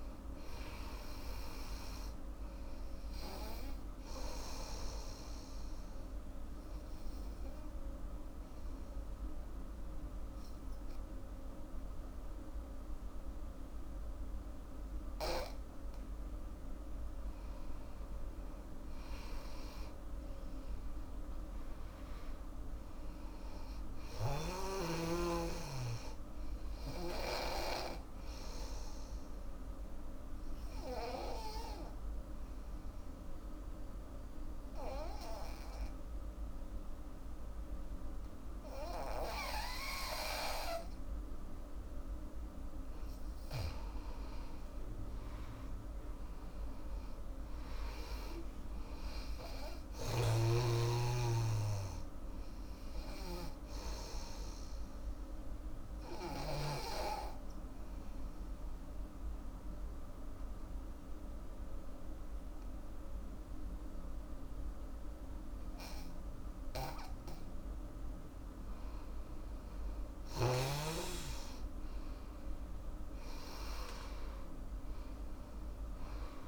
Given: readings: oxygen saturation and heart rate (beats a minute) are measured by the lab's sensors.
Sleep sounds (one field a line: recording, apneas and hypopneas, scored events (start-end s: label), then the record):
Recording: breathing in sleep by a room microphone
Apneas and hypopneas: 3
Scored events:
0.00-1.00 s: arousal
0.00-13.50 s: oxygen desaturation (device-marked, oxygen 90% lowest, heart rate 65 extreme)
4.00-17.00 s: obstructive apnea (oxygen 99% before, 88% lowest, heart rate 78 before, 65 extreme, up 22 after)
19.50-23.50 s: arousal
23.50-36.50 s: oxygen desaturation (device-marked, oxygen 98% before, 90% lowest, heart rate 73 before, 66 extreme)
29.50-41.50 s: obstructive apnea (oxygen 98% before, 88% lowest, heart rate 77 before, 66 extreme, up 10 after)
43.50-62.50 s: oxygen desaturation (device-marked, oxygen 99% before, 88% lowest, heart rate 78 before, 66 extreme)
44.50-49.00 s: arousal
54.00-67.50 s: obstructive apnea (oxygen 99% before, 88% lowest, heart rate 78 before, 68 extreme, up 15 after)
70.00-74.00 s: arousal
72.50-76.48 s: oxygen desaturation (device-marked, oxygen 99% before, 88% lowest, heart rate 72 before, 66 extreme)
From the record:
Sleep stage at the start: N2 (light sleep)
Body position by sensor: on the back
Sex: female